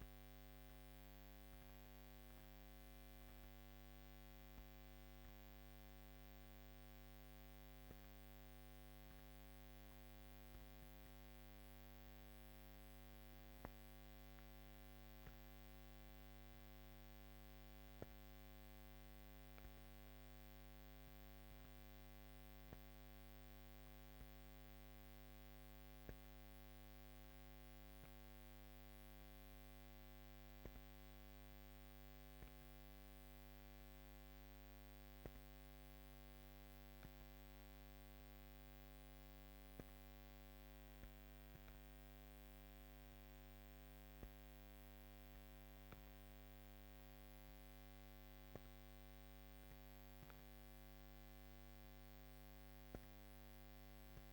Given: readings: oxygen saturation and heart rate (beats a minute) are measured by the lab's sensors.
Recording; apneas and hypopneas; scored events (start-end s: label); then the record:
breathing in sleep, hard to hear, by a microphone on the trachea; none
36.50-39.50 s: oxygen desaturation (device-marked, oxygen 98% before, 91% lowest, heart rate 53 before, 53 extreme)
From the record:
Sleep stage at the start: N1 (lightest sleep); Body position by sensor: on the back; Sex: female